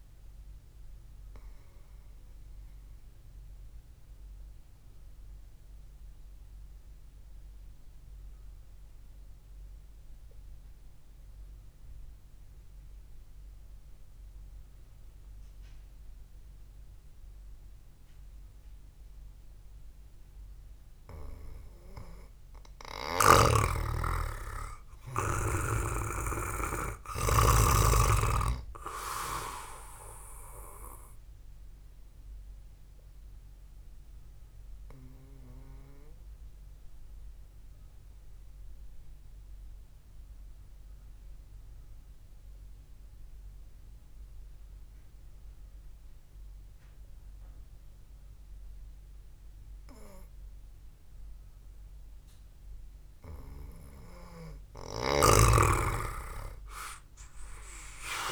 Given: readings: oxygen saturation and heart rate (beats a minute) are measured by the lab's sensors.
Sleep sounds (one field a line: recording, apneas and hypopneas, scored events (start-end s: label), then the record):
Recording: breathing in sleep by a room microphone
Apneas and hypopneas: 2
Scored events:
0.00-16.50 s: oxygen desaturation (device-marked, oxygen 89% lowest, heart rate 55 extreme)
1.00-23.00 s: obstructive apnea (oxygen 99% before, 89% lowest, heart rate 65 before, 58 extreme, up 3 after)
24.00-28.00 s: snoring (device-marked)
24.50-27.50 s: arousal
30.50-39.50 s: oxygen desaturation (device-marked, oxygen 98% before, 92% lowest, heart rate 66 before, 59 extreme)
33.00-54.00 s: obstructive apnea (oxygen 98% before, 90% lowest, heart rate 65 before, 56 extreme)
41.50-53.50 s: oxygen desaturation (device-marked, oxygen 94% before, 90% lowest, heart rate 63 before, 56 extreme)
55.50-58.32 s: snoring (device-marked)
56.50-58.32 s: arousal
From the record:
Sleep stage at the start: N2 (light sleep)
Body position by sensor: on the back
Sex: male